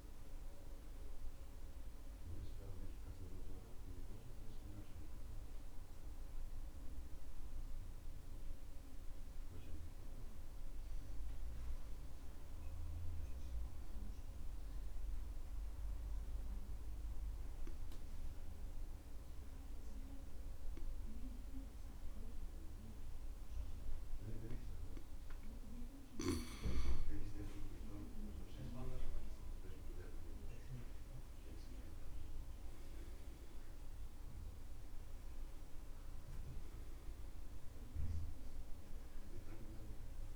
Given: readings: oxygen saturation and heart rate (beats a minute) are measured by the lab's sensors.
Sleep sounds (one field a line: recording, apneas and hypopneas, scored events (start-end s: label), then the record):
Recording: breathing in sleep by a room microphone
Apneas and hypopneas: 1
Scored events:
0.00-15.50 s: oxygen desaturation (device-marked, oxygen 89% lowest, heart rate 62 extreme)
7.00-25.50 s: mixed apnea (oxygen 96% before, 89% lowest, heart rate 69 before, 62 extreme, up 10 after)
28.50-32.50 s: arousal
30.50-40.36 s: oxygen desaturation (device-marked, oxygen 97% before, 89% lowest, heart rate 64 before, 62 extreme)
From the record:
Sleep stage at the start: N2 (light sleep)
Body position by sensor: on the back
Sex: male